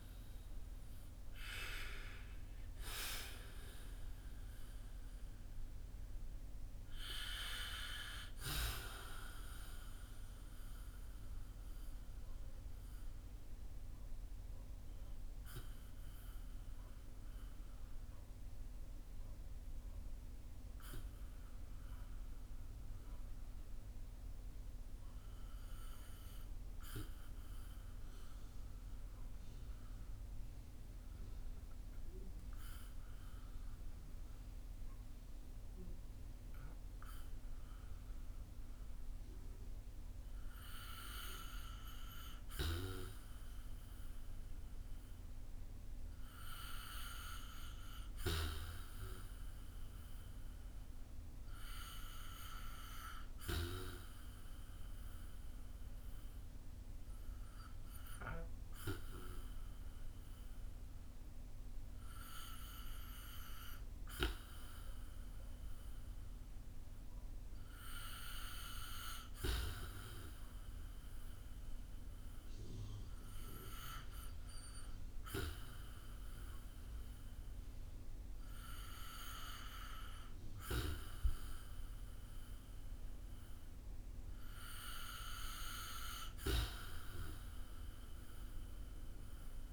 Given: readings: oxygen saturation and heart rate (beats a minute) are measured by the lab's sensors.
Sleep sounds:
breathing in sleep by a room microphone; 1
0.00-12.00 s: oxygen desaturation (device-marked, oxygen 83% lowest, heart rate 50 extreme)
12.00-38.50 s: obstructive apnea (oxygen 87% before, 83% lowest, heart rate 63 before, 50 extreme, up 8 after)
40.50-44.50 s: arousal
43.00-75.00 s: oxygen desaturation (device-marked, oxygen 97% before, 84% lowest, heart rate 54 before, 55 extreme)
From the record:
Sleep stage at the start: REM sleep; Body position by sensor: on the back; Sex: male

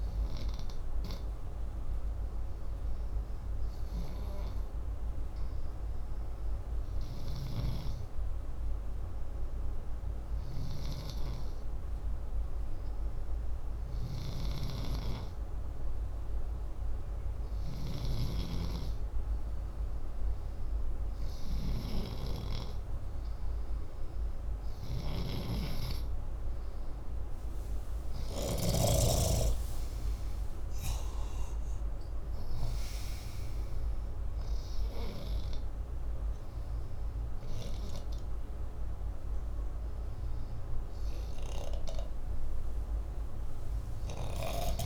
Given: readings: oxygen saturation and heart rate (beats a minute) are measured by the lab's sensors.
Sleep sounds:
breathing in sleep by a room microphone; 1
0.00-6.50 s: oxygen desaturation (device-marked, oxygen 91% lowest, heart rate 60 extreme)
0.50-13.50 s: hypopnea (oxygen 98% before, 90% lowest, heart rate 65 before, 60 extreme, up 0 after)
16.50-19.50 s: arousal
21.50-36.50 s: oxygen desaturation (device-marked, oxygen 98% before, 91% lowest, heart rate 61 before, 59 extreme)
From the record:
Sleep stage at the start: N2 (light sleep); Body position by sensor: upright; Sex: male

